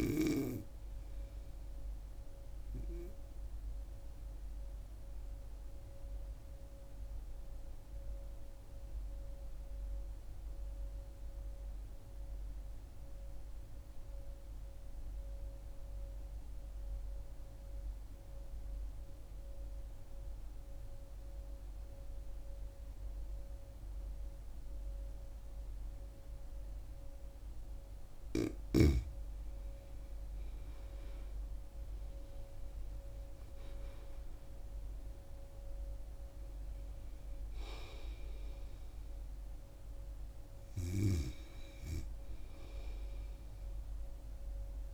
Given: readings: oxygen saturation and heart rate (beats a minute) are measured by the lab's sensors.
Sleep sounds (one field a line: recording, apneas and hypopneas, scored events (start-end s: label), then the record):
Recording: breathing in sleep by a room microphone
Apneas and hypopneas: 1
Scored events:
2.50-27.50 s: obstructive apnea (oxygen 98% before, 87% lowest, heart rate 79 before, 75 extreme, up 6 after)
26.00-44.93 s: oxygen desaturation (device-marked, oxygen 96% before, 87% lowest, heart rate 77 before, 76 extreme)
31.00-35.50 s: arousal
From the record:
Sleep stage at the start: N2 (light sleep)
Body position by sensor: on the right side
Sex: female